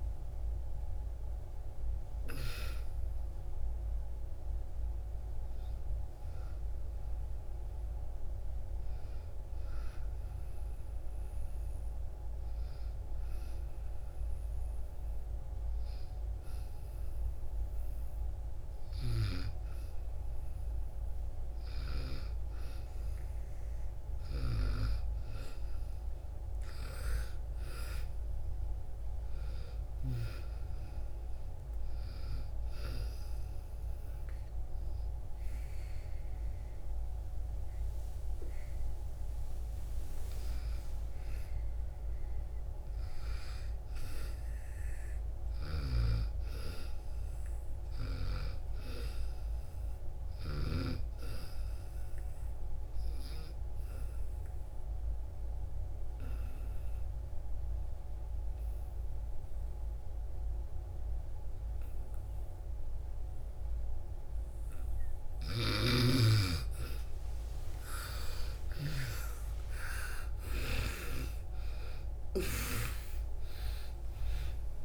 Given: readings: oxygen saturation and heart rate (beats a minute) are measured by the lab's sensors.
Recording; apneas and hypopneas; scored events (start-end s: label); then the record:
breathing in sleep by a room microphone; 2
0.00-13.50 s: oxygen desaturation (device-marked, oxygen 78% lowest)
10.50-24.00 s: hypopnea (oxygen 92% before, 83% lowest)
26.00-29.50 s: arousal
27.50-42.50 s: oxygen desaturation (device-marked, oxygen 98% before, 91% lowest)
36.50-74.85 s: new sleep stage, N2 (light sleep)
45.50-48.50 s: arousal
52.00-64.50 s: obstructive apnea (oxygen 97% before, 83% lowest)
65.00-70.50 s: snoring (device-marked)
65.50-74.85 s: oxygen desaturation (device-marked, oxygen 94% before, 83% lowest)
67.00-72.00 s: arousal
From the record:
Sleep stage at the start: N1 (lightest sleep); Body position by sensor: on the back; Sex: female